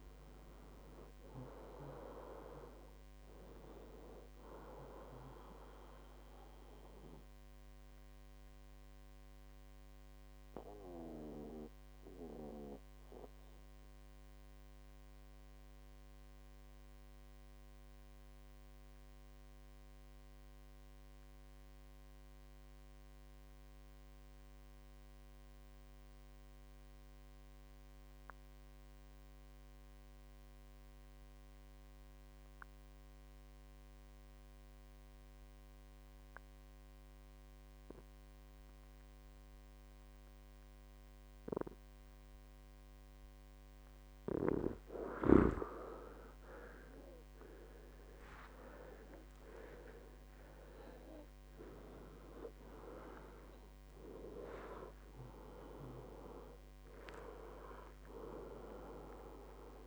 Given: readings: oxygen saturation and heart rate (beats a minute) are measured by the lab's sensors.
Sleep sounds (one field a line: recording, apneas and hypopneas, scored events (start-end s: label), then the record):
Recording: breathing in sleep by a microphone on the trachea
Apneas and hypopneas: 1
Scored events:
0.00-25.50 s: oxygen desaturation (device-marked, oxygen 88% lowest, heart rate 55 extreme)
6.00-43.50 s: mixed apnea (oxygen 98% before, 88% lowest, heart rate 71 before, 55 extreme, up 21 after)
42.50-59.87 s: oxygen desaturation (device-marked, oxygen 98% before, 89% lowest, heart rate 57 before, 57 extreme)
53.50-58.50 s: arousal
From the record:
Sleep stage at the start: N2 (light sleep)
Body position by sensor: on the back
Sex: male